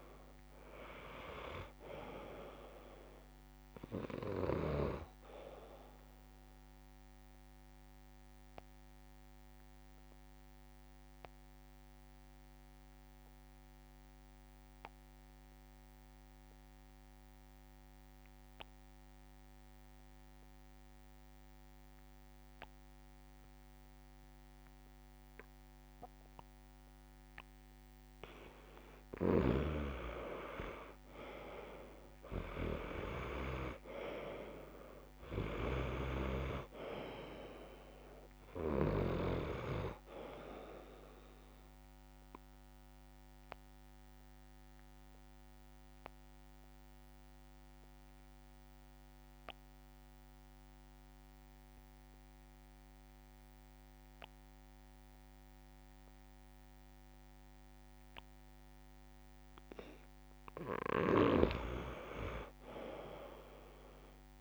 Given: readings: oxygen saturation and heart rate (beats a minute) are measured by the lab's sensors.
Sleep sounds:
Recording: breathing in sleep by a microphone on the trachea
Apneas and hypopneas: 2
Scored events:
0.00-19.50 s: oxygen desaturation (device-marked, oxygen 89% lowest)
6.50-27.50 s: obstructive apnea (oxygen 97% before, 87% lowest)
30.50-53.50 s: oxygen desaturation (device-marked, oxygen 98% before, 87% lowest)
31.00-34.00 s: arousal
43.00-60.00 s: obstructive apnea (oxygen 98% before, 87% lowest)
62.50-64.41 s: arousal
From the record:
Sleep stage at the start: N2 (light sleep)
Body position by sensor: on the back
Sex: male

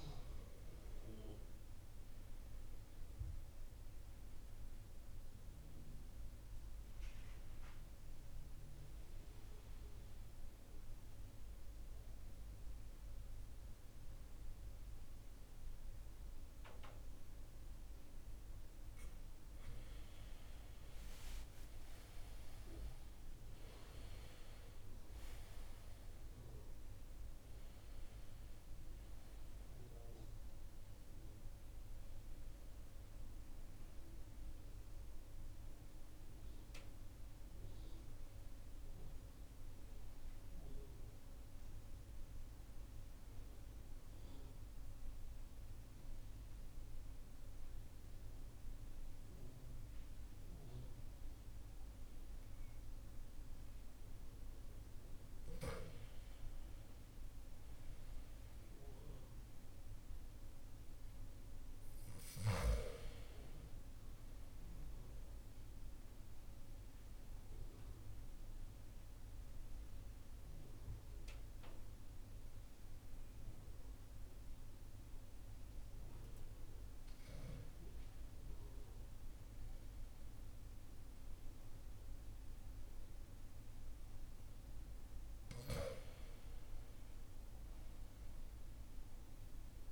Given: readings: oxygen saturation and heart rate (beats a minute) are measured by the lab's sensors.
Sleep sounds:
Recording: breathing in sleep, hard to hear, by a room microphone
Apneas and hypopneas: 3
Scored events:
0.00-1.00 s: arousal
3.50-18.50 s: obstructive apnea (oxygen 98% before, 92% lowest)
20.50-25.00 s: arousal
23.50-46.50 s: oxygen desaturation (device-marked, oxygen 97% before, 92% lowest)
38.50-54.00 s: central apnea (oxygen 97% before, 92% lowest)
55.50-58.50 s: arousal
63.50-72.50 s: oxygen desaturation (device-marked, oxygen 98% before, 94% lowest)
65.50-76.50 s: obstructive apnea (oxygen 98% before, 94% lowest)
79.50-83.00 s: arousal
86.50-89.92 s: oxygen desaturation (device-marked, oxygen 97% before, 94% lowest)
From the record:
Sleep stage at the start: N2 (light sleep)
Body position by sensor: on the back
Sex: male

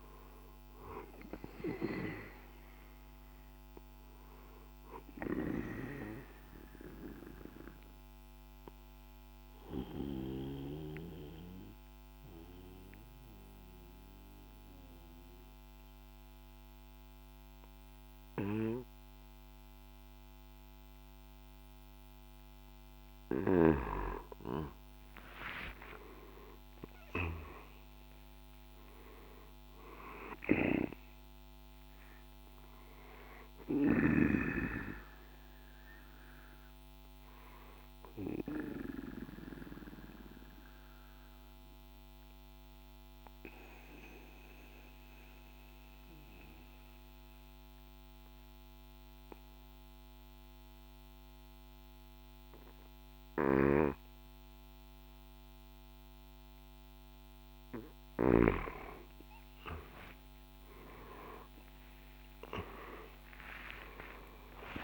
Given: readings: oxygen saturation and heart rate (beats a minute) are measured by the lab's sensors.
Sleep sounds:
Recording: breathing in sleep by a microphone on the trachea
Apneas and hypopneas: 2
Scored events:
0.00-9.00 s: drop in pulse transit time (device-marked, heart rate 57 extreme)
1.00-23.00 s: oxygen desaturation (device-marked, oxygen 98% before, 90% lowest, heart rate 57 before, 53 extreme)
5.00-22.00 s: obstructive apnea (oxygen 98% before, 90% lowest, heart rate 59 before, 54 extreme, up 6 after)
24.00-27.50 s: arousal
28.00-40.00 s: drop in pulse transit time (device-marked, heart rate 56 before, 56 extreme)
37.00-55.50 s: obstructive apnea (oxygen 97% before, 89% lowest, heart rate 58 before, 53 extreme, up 20 after)
38.00-51.00 s: oxygen desaturation (device-marked, oxygen 97% before, 91% lowest, heart rate 58 before, 53 extreme)
53.00-58.00 s: snoring (device-marked)
59.50-64.84 s: arousal
From the record:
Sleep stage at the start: N2 (light sleep)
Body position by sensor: on the right side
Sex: male

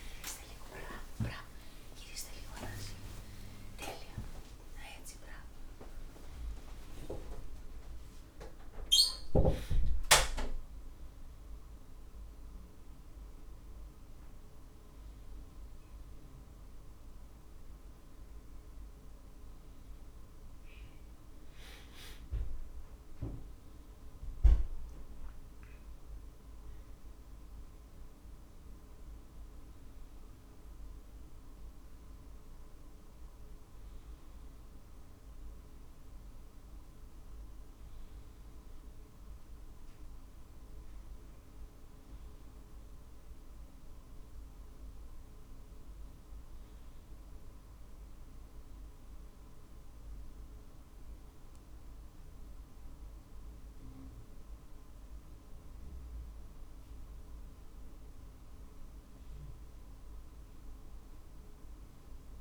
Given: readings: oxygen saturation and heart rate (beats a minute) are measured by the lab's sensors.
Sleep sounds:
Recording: a person awake in a sleep study, by a room microphone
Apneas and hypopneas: none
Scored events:
3.00-5.00 s: long interval between heartbeats (device-marked, heart rate 52 before, 77 extreme)
3.50-18.50 s: drop in pulse transit time (device-marked, heart rate 54 before, 63 extreme)
52.50-62.41 s: new sleep stage, N1 (lightest sleep)
From the record:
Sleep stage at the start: awake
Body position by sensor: on the right side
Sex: male

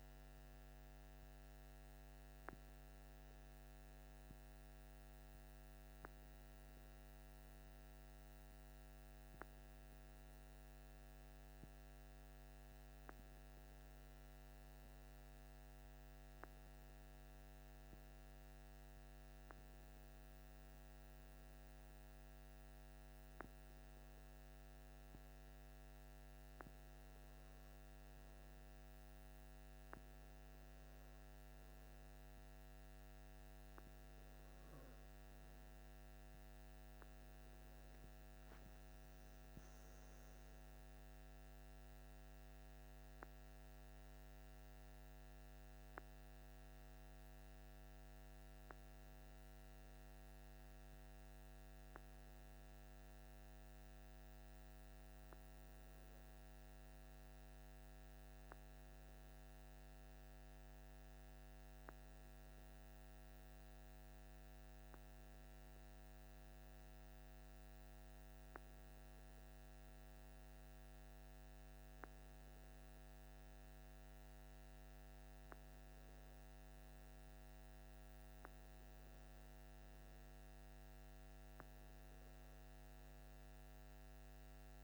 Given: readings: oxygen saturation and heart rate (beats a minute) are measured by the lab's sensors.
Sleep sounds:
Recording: breathing in sleep, hard to hear, by a microphone on the trachea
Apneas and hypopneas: none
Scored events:
none scored
From the record:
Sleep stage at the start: N2 (light sleep)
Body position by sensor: on the left side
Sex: male

